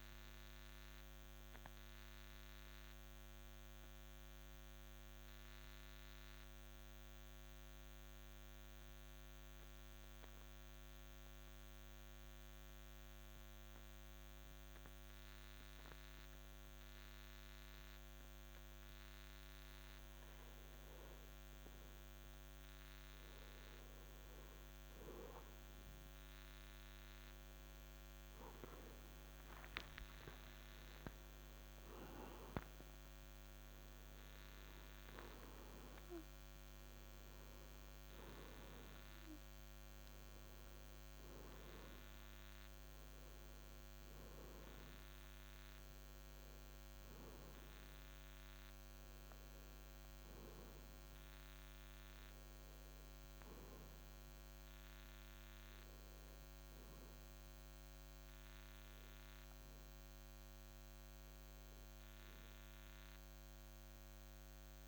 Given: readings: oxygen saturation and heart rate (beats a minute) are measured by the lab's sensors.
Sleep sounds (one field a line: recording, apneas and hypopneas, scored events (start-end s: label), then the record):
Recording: breathing in sleep, hard to hear, by a microphone on the trachea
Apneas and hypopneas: 1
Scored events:
1.00-20.00 s: hypopnea (oxygen 90% before, 88% lowest, heart rate 57 before, 53 extreme, up 1 after)
15.00-64.88 s: new sleep stage, N2 (light sleep)
22.00-26.50 s: arousal
29.00-41.00 s: oxygen desaturation (device-marked, oxygen 95% before, 91% lowest, heart rate 54 before, 55 extreme)
48.00-64.88 s: oxygen desaturation (device-marked, oxygen 92% before, 88% lowest, heart rate 56 before, 49 extreme)
61.00-64.50 s: arousal
From the record:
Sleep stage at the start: N1 (lightest sleep)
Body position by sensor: on the back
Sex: male